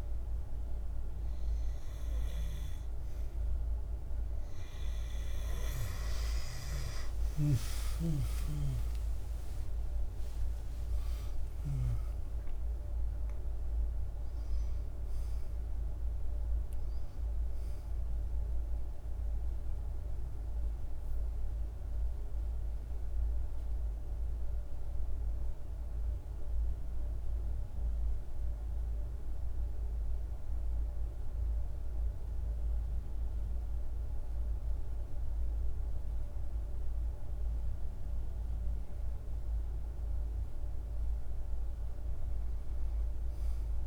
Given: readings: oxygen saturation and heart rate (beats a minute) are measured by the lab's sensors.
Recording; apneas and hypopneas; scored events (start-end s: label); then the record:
breathing in sleep by a room microphone; 1
1.00-32.00 s: oxygen desaturation (device-marked, oxygen 96% before, 91% lowest, heart rate 51 before, 50 extreme)
5.00-10.50 s: arousal
23.00-36.50 s: central apnea (oxygen 96% before, 92% lowest, heart rate 62 before, 50 extreme, up 2 after)
38.50-43.00 s: arousal
From the record:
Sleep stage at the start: N2 (light sleep); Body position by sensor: on the back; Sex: male